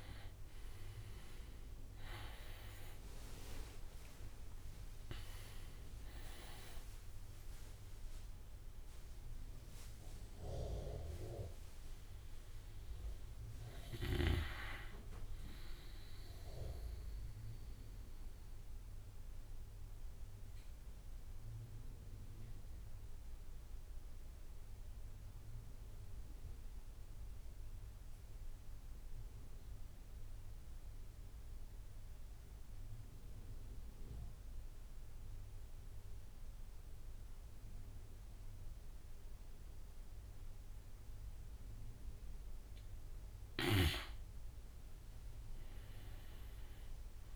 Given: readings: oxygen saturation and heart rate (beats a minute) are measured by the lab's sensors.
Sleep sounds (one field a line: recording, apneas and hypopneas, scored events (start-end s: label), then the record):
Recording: breathing in sleep by a room microphone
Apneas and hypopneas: 1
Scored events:
0.00-2.00 s: drop in pulse transit time (device-marked)
0.00-4.50 s: arousal
0.00-20.00 s: oxygen desaturation (device-marked, oxygen 86% lowest)
16.50-41.00 s: obstructive apnea (oxygen 95% before, 87% lowest)
41.00-47.36 s: oxygen desaturation (device-marked, oxygen 99% before, 88% lowest)
43.50-47.00 s: arousal
From the record:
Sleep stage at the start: N2 (light sleep)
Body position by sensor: on the right side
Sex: male